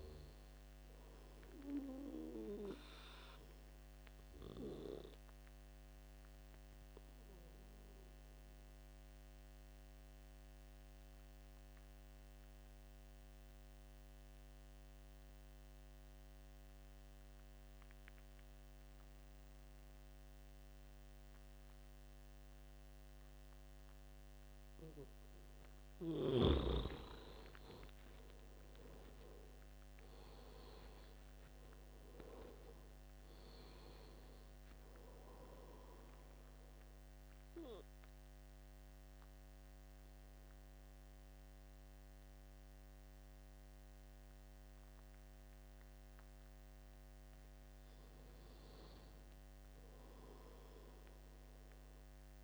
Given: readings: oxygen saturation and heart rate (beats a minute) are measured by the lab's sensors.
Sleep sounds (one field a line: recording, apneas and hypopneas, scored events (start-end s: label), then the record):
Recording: breathing in sleep by a microphone on the trachea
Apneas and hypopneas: 2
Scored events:
5.00-24.50 s: obstructive apnea (oxygen 97% before, 86% lowest, heart rate 77 before, 71 extreme, up 10 after)
26.50-29.50 s: arousal
26.50-52.44 s: oxygen desaturation (device-marked, oxygen 97% before, 86% lowest, heart rate 72 before, 68 extreme)
37.00-48.00 s: obstructive apnea (oxygen 97% before, 81% lowest, heart rate 76 before, 68 extreme, up 11 after)
From the record:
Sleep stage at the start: N2 (light sleep)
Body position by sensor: on the back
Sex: male